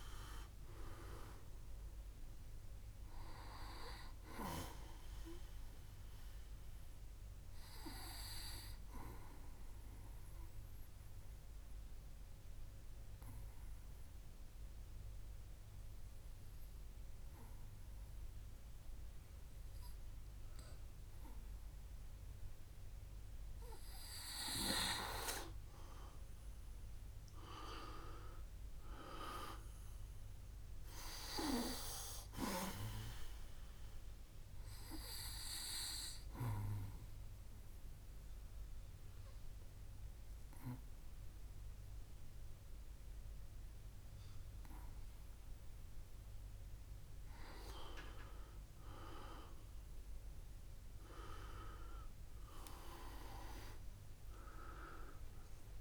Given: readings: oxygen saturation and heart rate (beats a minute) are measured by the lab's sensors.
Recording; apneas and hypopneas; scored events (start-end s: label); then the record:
breathing in sleep by a room microphone; 2
0.00-21.00 s: oxygen desaturation (device-marked, oxygen 82% lowest, heart rate 59 extreme)
6.50-24.00 s: obstructive apnea (oxygen 99% before, 82% lowest, heart rate 71 before, 60 extreme, up 7 after)
25.50-29.00 s: arousal
35.00-53.00 s: oxygen desaturation (device-marked, oxygen 99% before, 93% lowest, heart rate 67 before, 58 extreme)
35.50-47.00 s: obstructive apnea (heart rate 67 before, 58 extreme, up 4 after)
48.50-53.00 s: arousal
From the record:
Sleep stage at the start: N2 (light sleep); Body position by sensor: on the back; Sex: male